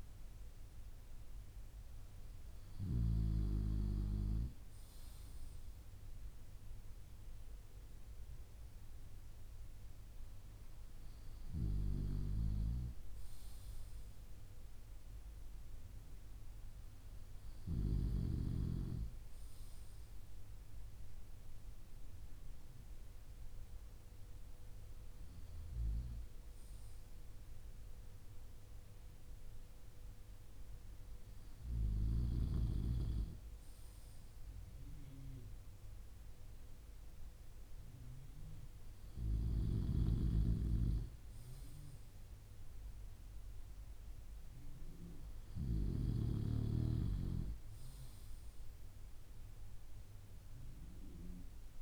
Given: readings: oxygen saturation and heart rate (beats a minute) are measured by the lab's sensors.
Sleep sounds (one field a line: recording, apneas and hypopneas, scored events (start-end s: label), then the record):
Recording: breathing in sleep by a room microphone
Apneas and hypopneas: none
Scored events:
none scored
From the record:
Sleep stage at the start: N2 (light sleep)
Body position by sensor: on the back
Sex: male